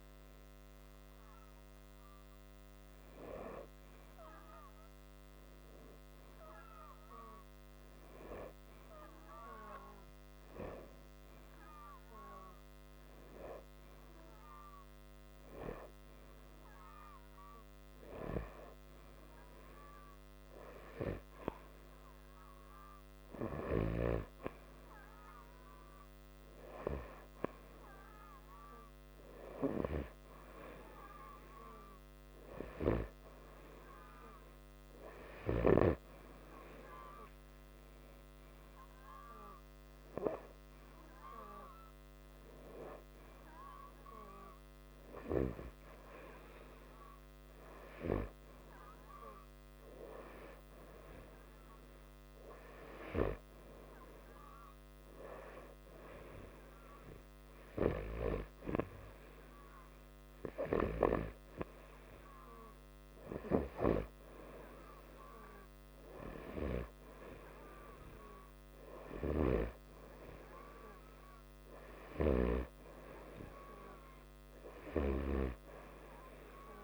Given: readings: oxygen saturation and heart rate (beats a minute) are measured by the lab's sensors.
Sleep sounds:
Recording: breathing in sleep by a microphone on the trachea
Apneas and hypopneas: none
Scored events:
73.00-76.84 s: new sleep stage, N3 (deep sleep)
From the record:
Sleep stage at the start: N2 (light sleep)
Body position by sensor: upright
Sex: male

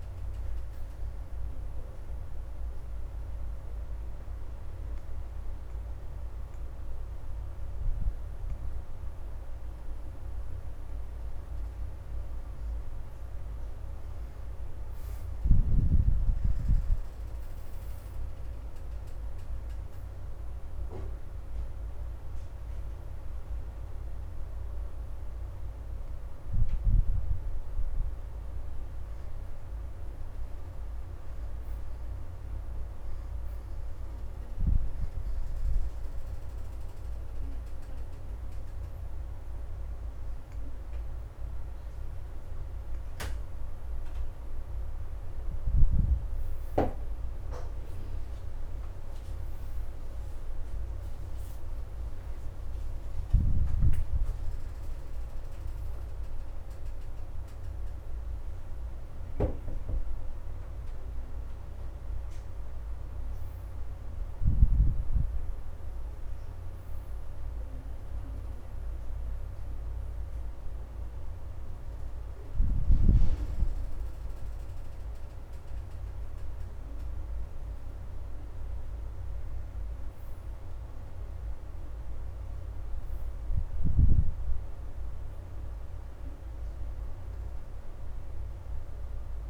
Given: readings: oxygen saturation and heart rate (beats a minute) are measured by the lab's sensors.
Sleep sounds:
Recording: breathing in sleep by a room microphone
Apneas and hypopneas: 2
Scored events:
0.00-1.00 s: oxygen desaturation (device-marked, oxygen 70% lowest, heart rate 78 extreme)
2.50-13.50 s: obstructive apnea (oxygen 87% before, 68% lowest, heart rate 83 before, 77 extreme, up 7 after)
3.00-16.00 s: oxygen desaturation (device-marked, oxygen 80% before, 71% lowest, heart rate 83 before, 77 extreme)
17.00-20.50 s: arousal
23.00-40.00 s: oxygen desaturation (device-marked, oxygen 84% before, 69% lowest, heart rate 83 before, 77 extreme)
35.50-45.50 s: obstructive apnea (oxygen 84% before, 68% lowest, heart rate 81 before, 78 extreme, up 4 after)
42.00-50.00 s: oxygen desaturation (device-marked, oxygen 83% before, 73% lowest, heart rate 81 before, 78 extreme)
48.50-53.00 s: arousal
55.00-89.50 s: new sleep stage, N1 (lightest sleep)
56.00-73.00 s: oxygen desaturation (device-marked, oxygen 80% before, 68% lowest, heart rate 83 before, 78 extreme)
78.00-82.50 s: arousal
From the record:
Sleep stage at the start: N2 (light sleep)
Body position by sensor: on the back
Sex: female

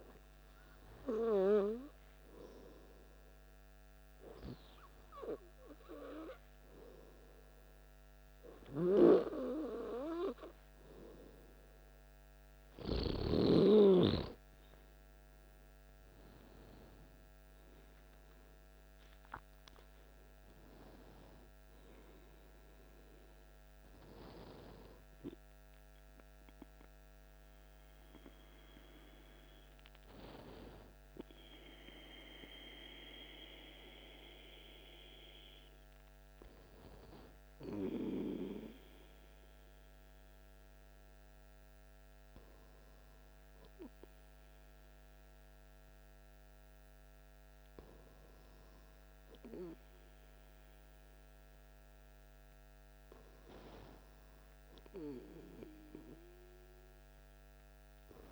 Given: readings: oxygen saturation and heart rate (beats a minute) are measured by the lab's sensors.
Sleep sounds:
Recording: breathing in sleep by a microphone on the trachea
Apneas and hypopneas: none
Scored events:
18.00-22.00 s: arousal
From the record:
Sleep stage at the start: N2 (light sleep)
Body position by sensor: on the back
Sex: male

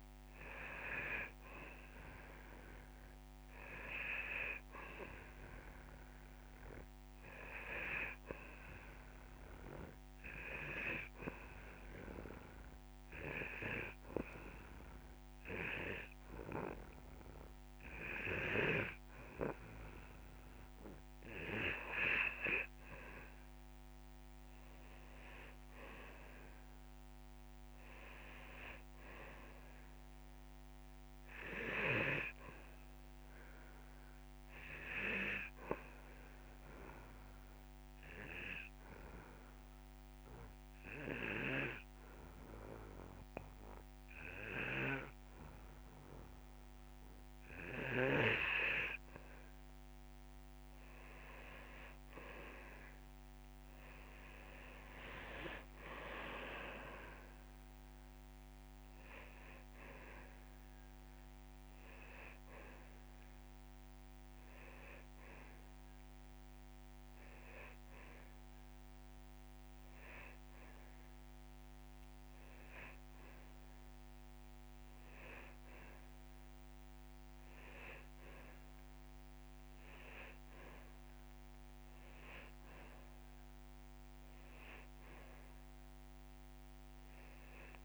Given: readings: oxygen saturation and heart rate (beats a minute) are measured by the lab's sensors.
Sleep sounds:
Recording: breathing in sleep by a microphone on the trachea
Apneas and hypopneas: 2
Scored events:
0.00-25.00 s: oxygen desaturation (device-marked, oxygen 97% before, 93% lowest)
11.00-22.00 s: obstructive apnea (oxygen 98% before, 92% lowest)
25.00-27.00 s: long interval between heartbeats (device-marked)
25.00-28.50 s: arousal
37.00-49.00 s: obstructive apnea (oxygen 96% before, 92% lowest)
41.00-54.00 s: oxygen desaturation (device-marked, oxygen 96% before, 92% lowest)
51.50-55.00 s: arousal
61.00-63.00 s: long interval between heartbeats (device-marked)
79.00-87.85 s: oxygen desaturation (device-marked, oxygen 96% before, 92% lowest)
From the record:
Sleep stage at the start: N2 (light sleep)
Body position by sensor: on the back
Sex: male

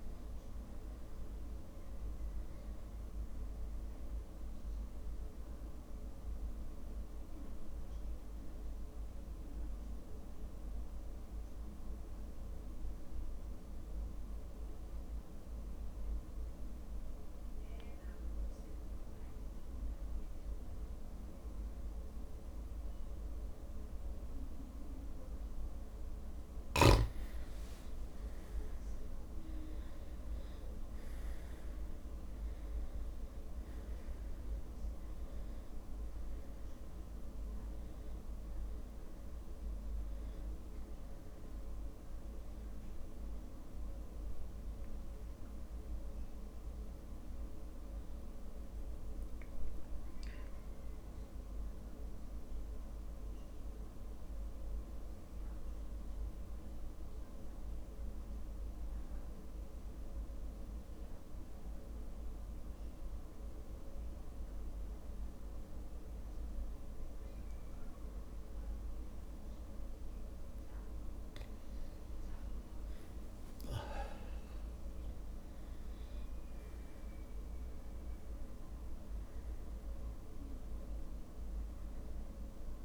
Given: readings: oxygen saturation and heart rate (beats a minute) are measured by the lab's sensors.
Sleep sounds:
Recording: breathing in sleep, hard to hear, by a room microphone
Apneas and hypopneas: 2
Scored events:
0.00-1.50 s: long interval between heartbeats (device-marked, heart rate 49 extreme)
0.50-21.50 s: oxygen desaturation (device-marked, oxygen 99% before, 95% lowest)
1.50-4.50 s: drop in pulse transit time (device-marked, heart rate 41 before, 43 extreme)
8.00-26.00 s: mixed apnea (oxygen 99% before, 94% lowest)
10.50-12.50 s: long interval between heartbeats (device-marked, heart rate 37 before, 29 extreme)
17.00-19.00 s: long interval between heartbeats (device-marked, heart rate 35 before, 47 extreme)
17.50-28.50 s: drop in pulse transit time (device-marked, heart rate 36 before, 25 extreme)
21.00-23.00 s: long interval between heartbeats (device-marked, heart rate 37 before, 39 extreme)
27.50-30.50 s: arousal
28.50-30.50 s: long interval between heartbeats (device-marked, heart rate 37 before, 48 extreme)
34.50-36.50 s: long interval between heartbeats (device-marked, heart rate 45 before, 60 extreme)
39.50-41.50 s: long interval between heartbeats (device-marked, heart rate 46 before, 47 extreme)
42.50 s: drop in pulse transit time (device-marked)
42.50-60.50 s: oxygen desaturation (device-marked, oxygen 99% before, 94% lowest)
46.50-60.50 s: drop in pulse transit time (device-marked)
52.50-54.50 s: long interval between heartbeats (device-marked, heart rate 41 before, 42 extreme)
54.50-71.50 s: mixed apnea (oxygen 99% before, 95% lowest)
65.00-67.00 s: long interval between heartbeats (device-marked, heart rate 42 before, 55 extreme)
69.00-71.00 s: long interval between heartbeats (device-marked, heart rate 46 before, 38 extreme)
74.00-78.00 s: arousal
79.00-81.00 s: long interval between heartbeats (device-marked, heart rate 41 before, 34 extreme)
From the record:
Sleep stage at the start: N2 (light sleep)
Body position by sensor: on the back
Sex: male

